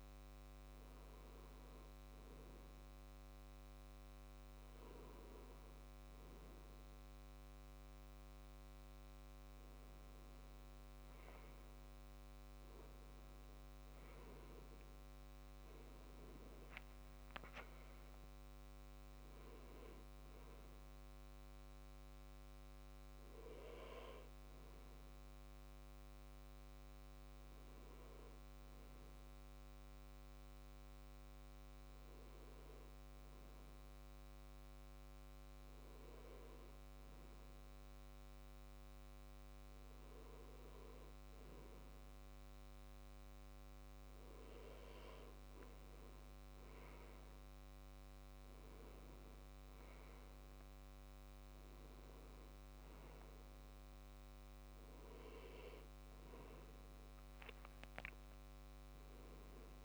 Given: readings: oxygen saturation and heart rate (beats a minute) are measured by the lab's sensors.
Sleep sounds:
breathing in sleep by a microphone on the trachea; 1
27.50-42.50 s: hypopnea (oxygen 98% before, 97% lowest, heart rate 73 before, 65 extreme, up 11 after)
47.50-50.50 s: arousal
From the record:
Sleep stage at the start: N2 (light sleep); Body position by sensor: on the left side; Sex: male

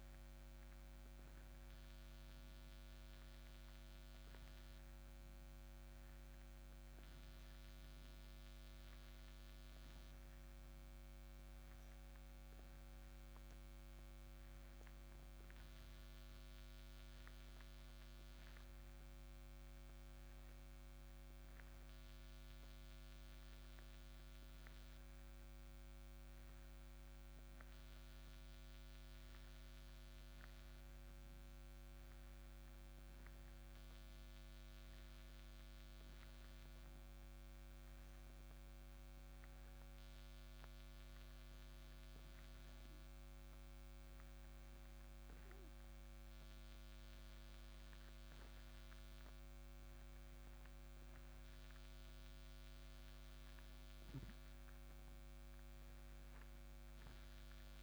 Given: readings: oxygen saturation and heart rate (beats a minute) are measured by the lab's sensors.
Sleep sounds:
breathing in sleep, hard to hear, by a microphone on the trachea; none
16.00-46.00 s: new sleep stage, N1 (lightest sleep)
46.00-57.83 s: new sleep stage, awake
From the record:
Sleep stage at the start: N2 (light sleep); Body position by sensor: on the back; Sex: male

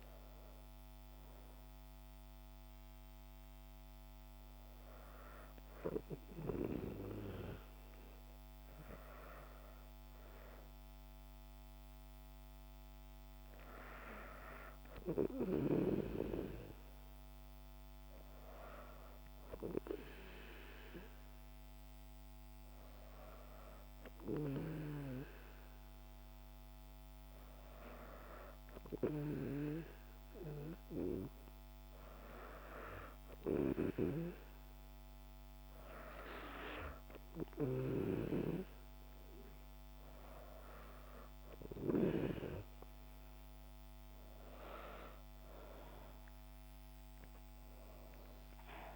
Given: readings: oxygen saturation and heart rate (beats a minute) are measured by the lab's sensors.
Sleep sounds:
breathing in sleep by a microphone on the trachea; 1
27.50-40.50 s: hypopnea (oxygen 96% before, 93% lowest, heart rate 60 before, 60 extreme, up 5 after)
44.50-48.50 s: arousal
From the record:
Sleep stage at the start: N2 (light sleep); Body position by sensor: on the back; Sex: female

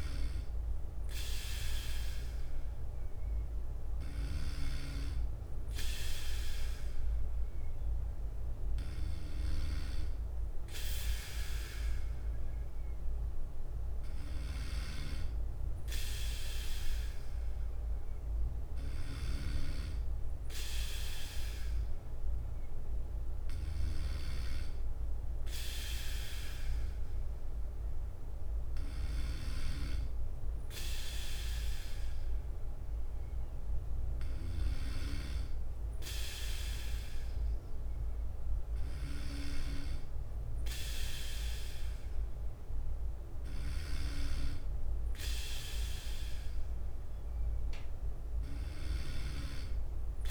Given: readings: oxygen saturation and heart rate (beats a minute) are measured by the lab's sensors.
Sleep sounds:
breathing in sleep by a room microphone; none
4.00-10.00 s: bradycardia (device-marked, heart rate 59 before, 59 extreme)
43.00-46.00 s: bradycardia (device-marked, heart rate 59 before, 60 extreme)
From the record:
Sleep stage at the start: N2 (light sleep); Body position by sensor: on the back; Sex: male

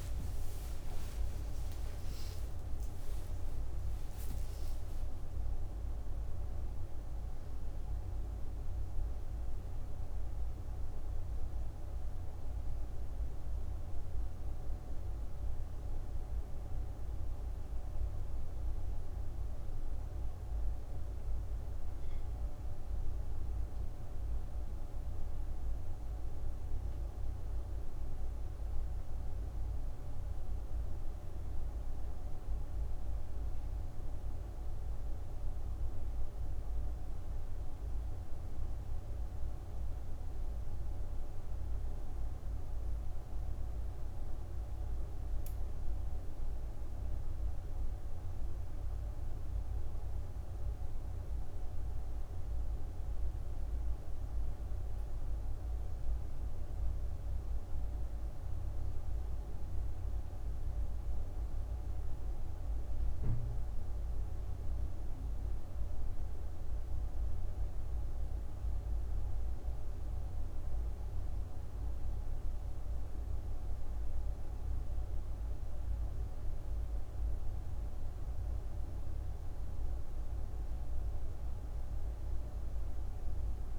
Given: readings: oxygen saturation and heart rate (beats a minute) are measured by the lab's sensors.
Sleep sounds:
breathing in sleep, hard to hear, by a room microphone; none
0.00-5.00 s: arousal
From the record:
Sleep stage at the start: N1 (lightest sleep); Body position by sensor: on the right side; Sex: female

